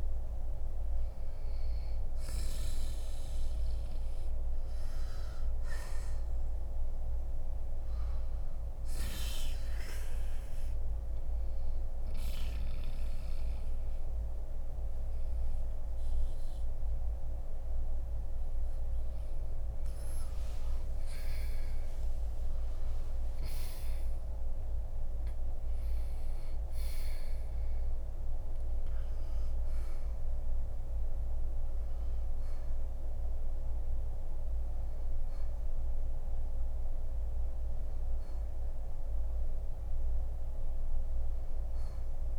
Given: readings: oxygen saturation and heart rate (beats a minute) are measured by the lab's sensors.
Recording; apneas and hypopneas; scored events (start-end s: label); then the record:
breathing in sleep, hard to hear, by a room microphone; none
3.50-12.50 s: oxygen desaturation (device-marked, oxygen 90% before, 87% lowest, heart rate 68 before, 54 extreme)
18.50-34.50 s: oxygen desaturation (device-marked, oxygen 95% before, 90% lowest, heart rate 62 before, 57 extreme)
21.50-42.39 s: new sleep stage, N1 (lightest sleep)
22.00-26.00 s: arousal
From the record:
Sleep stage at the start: N2 (light sleep); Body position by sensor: on the right side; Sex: male